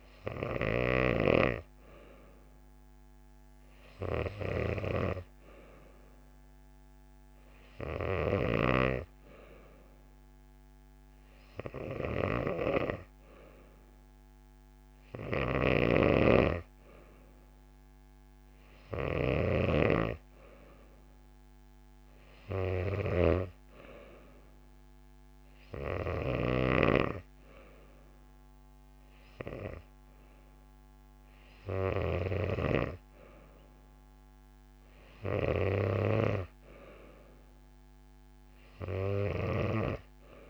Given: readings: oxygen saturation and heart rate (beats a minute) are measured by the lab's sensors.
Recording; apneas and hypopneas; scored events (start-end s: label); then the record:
breathing in sleep by a microphone on the trachea; none
7.50-32.00 s: snoring (device-marked)
39.00-40.50 s: snoring (device-marked)
From the record:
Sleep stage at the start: N2 (light sleep); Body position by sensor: on the back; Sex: female